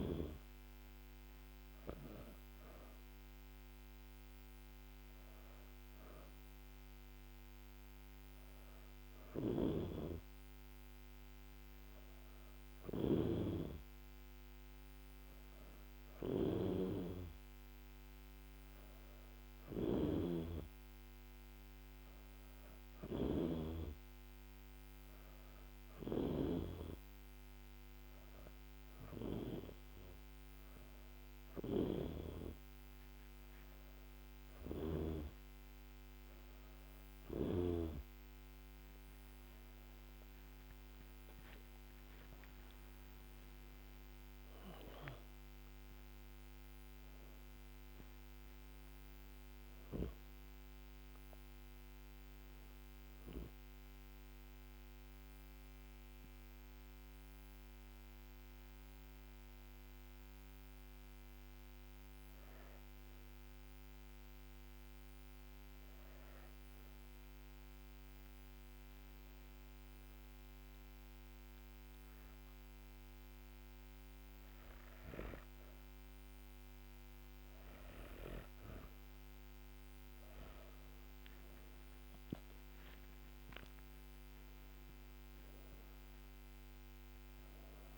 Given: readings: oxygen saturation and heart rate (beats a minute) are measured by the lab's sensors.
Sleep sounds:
breathing in sleep by a microphone on the trachea; 1
12.50-26.50 s: snoring (device-marked)
39.00-44.50 s: arousal
65.50-76.00 s: obstructive apnea (oxygen 98% before, 92% lowest, heart rate 78 before, 73 extreme, up 8 after)
75.50-87.98 s: oxygen desaturation (device-marked, oxygen 98% before, 92% lowest, heart rate 76 before, 72 extreme)
81.50-87.00 s: arousal
From the record:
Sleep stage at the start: N2 (light sleep); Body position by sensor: on the back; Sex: female

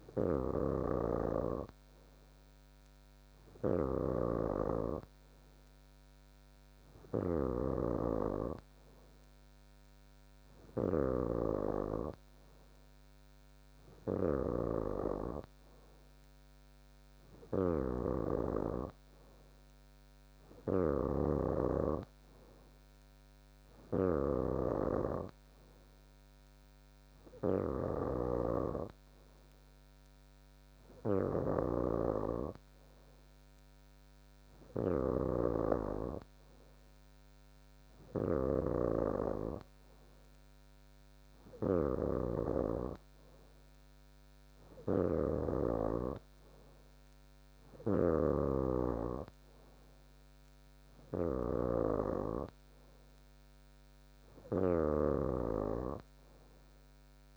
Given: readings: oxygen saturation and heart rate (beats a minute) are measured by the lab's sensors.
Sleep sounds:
breathing in sleep by a microphone on the trachea; none
0.00-57.37 s: snoring (device-marked)
29.00-57.37 s: new sleep stage, N3 (deep sleep)
From the record:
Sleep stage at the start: N2 (light sleep); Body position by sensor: on the back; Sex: female

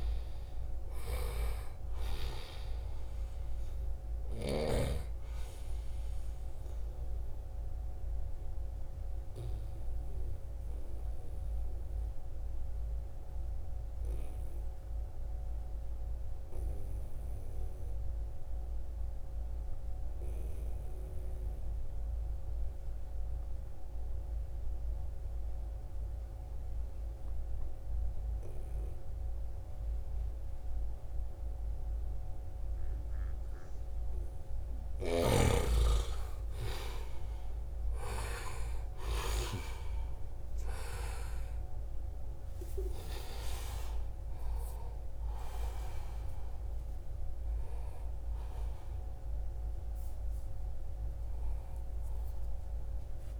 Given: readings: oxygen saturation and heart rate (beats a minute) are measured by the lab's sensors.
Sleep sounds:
breathing in sleep by a room microphone; 1
0.00-1.50 s: snoring (device-marked)
0.00-15.00 s: oxygen desaturation (device-marked, oxygen 88% lowest, heart rate 64 extreme)
7.50-33.00 s: obstructive apnea (oxygen 97% before, 88% lowest, heart rate 72 before, 64 extreme, up 7 after)
32.00-53.40 s: oxygen desaturation (device-marked, oxygen 97% before, 89% lowest, heart rate 66 before, 65 extreme)
34.00-39.00 s: arousal
49.50-51.50 s: long interval between heartbeats (device-marked, heart rate 72 before, 90 extreme)
From the record:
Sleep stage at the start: N2 (light sleep); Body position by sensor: on the right side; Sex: male

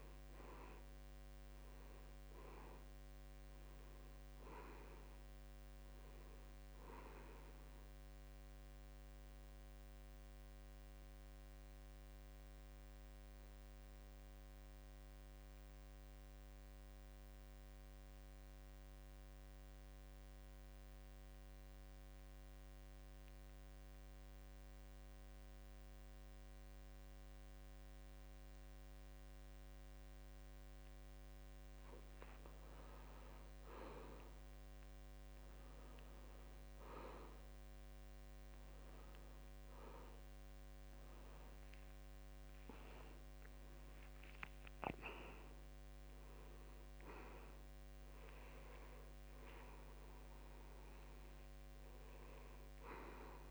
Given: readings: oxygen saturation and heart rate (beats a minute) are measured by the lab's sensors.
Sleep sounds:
breathing in sleep by a microphone on the trachea; 1
5.50-8.00 s: arousal
10.00-31.50 s: mixed apnea (oxygen 98% before, 84% lowest, heart rate 76 before, 68 extreme, up 4 after)
29.00-53.50 s: oxygen desaturation (device-marked, oxygen 96% before, 84% lowest, heart rate 70 before, 65 extreme)
34.50-38.50 s: arousal
48.00-50.00 s: long interval between heartbeats (device-marked, heart rate 73 before, 85 extreme)
From the record:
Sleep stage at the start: N2 (light sleep); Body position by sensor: on the back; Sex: male

